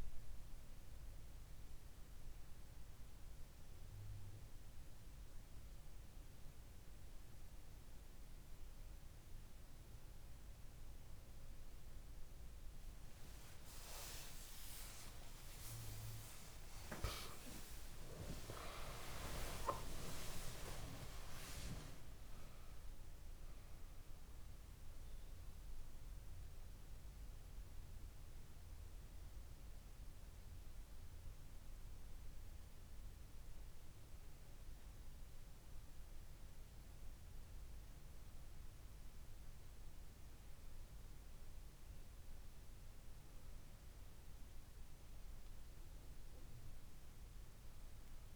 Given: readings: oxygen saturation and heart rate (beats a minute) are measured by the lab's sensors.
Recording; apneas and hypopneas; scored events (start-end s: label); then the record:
a person awake in a sleep study, by a room microphone; none
2.50-48.35 s: new sleep stage, awake
From the record:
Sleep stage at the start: N1 (lightest sleep); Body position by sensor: on the back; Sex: female